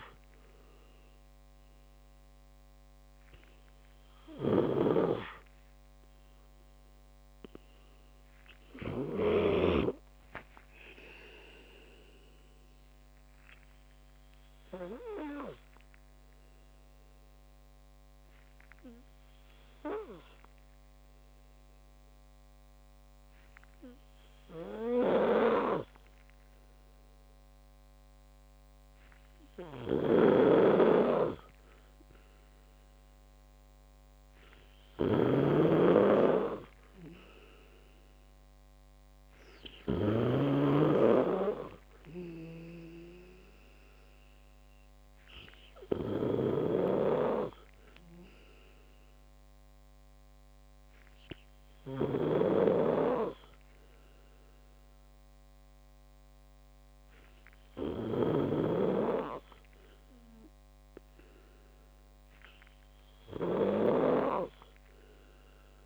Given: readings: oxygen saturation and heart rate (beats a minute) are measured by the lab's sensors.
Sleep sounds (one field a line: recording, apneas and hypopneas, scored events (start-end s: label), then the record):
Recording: breathing in sleep by a microphone on the trachea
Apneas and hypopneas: 1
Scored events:
0.00-9.50 s: snoring (device-marked)
14.50-31.00 s: obstructive apnea (oxygen 96% before, 92% lowest)
30.00-65.86 s: snoring (device-marked)
33.00-37.00 s: arousal
39.50-58.50 s: oxygen desaturation (device-marked, oxygen 96% before, 92% lowest)
64.50-65.86 s: arousal
From the record:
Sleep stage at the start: N2 (light sleep)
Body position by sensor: on the back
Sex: male